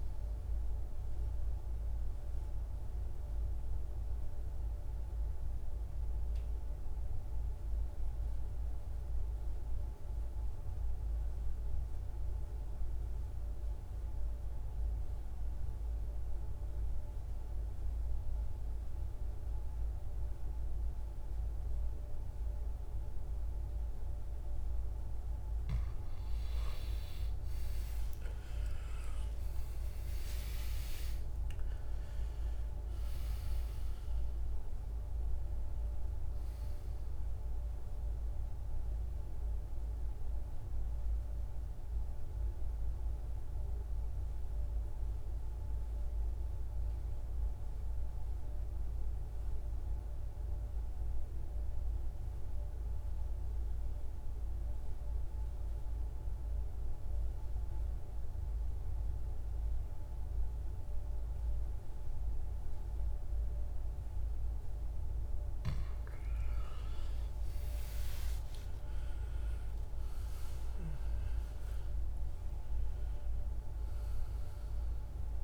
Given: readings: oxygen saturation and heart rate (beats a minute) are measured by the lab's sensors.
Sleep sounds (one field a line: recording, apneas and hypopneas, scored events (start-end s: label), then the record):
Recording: breathing in sleep, hard to hear, by a room microphone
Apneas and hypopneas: 2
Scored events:
0.00-12.50 s: oxygen desaturation (device-marked, oxygen 90% lowest, heart rate 56 extreme)
1.50-25.00 s: mixed apnea (oxygen 97% before, 85% lowest, heart rate 65 before, 55 extreme, up 15 after)
22.50-51.50 s: oxygen desaturation (device-marked, oxygen 99% before, 85% lowest, heart rate 59 before, 55 extreme)
27.00-31.50 s: arousal
40.00-64.50 s: mixed apnea (oxygen 99% before, 82% lowest, heart rate 66 before, 55 extreme, up 17 after)
62.50-75.44 s: oxygen desaturation (device-marked, oxygen 99% before, 86% lowest, heart rate 56 before, 56 extreme)
67.00-72.00 s: arousal
From the record:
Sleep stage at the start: N2 (light sleep)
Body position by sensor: on the back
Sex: male